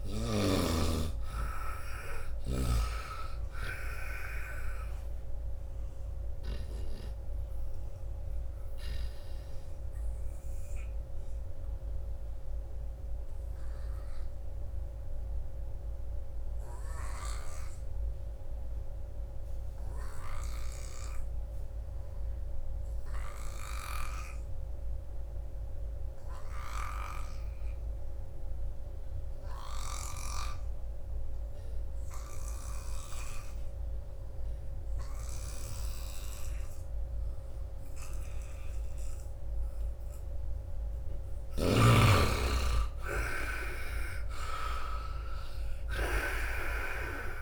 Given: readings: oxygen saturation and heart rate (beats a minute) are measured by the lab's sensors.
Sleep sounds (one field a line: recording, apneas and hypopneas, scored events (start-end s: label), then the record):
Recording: breathing in sleep by a room microphone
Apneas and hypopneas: 1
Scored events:
0.00-21.00 s: oxygen desaturation (device-marked, oxygen 75% lowest, heart rate 71 extreme)
6.50-40.00 s: obstructive apnea (oxygen 96% before, 75% lowest, heart rate 79 before, 71 extreme, up 10 after)
32.00-46.00 s: snoring (device-marked)
35.00-47.42 s: oxygen desaturation (device-marked, oxygen 96% before, 75% lowest, heart rate 82 before, 61 extreme)
41.50-44.50 s: arousal
From the record:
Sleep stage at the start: N2 (light sleep)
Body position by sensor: on the right side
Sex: male